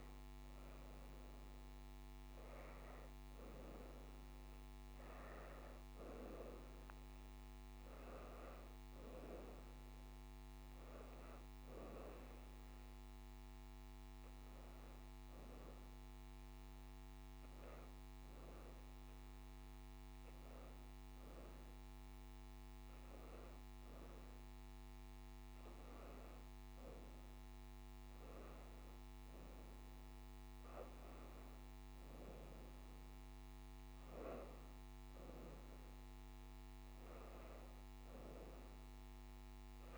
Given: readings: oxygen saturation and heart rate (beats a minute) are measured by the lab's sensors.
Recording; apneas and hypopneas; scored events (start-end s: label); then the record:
a person partly awake in a sleep study, by a microphone on the trachea; none
0.00-2.50 s: oxygen desaturation (device-marked, oxygen 92% lowest, heart rate 83 extreme)
11.50-39.98 s: new sleep stage, N1 (lightest sleep)
25.50-39.98 s: oxygen desaturation (device-marked, oxygen 96% before, 91% lowest, heart rate 85 before, 83 extreme)
From the record:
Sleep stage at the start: awake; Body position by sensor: on the back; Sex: female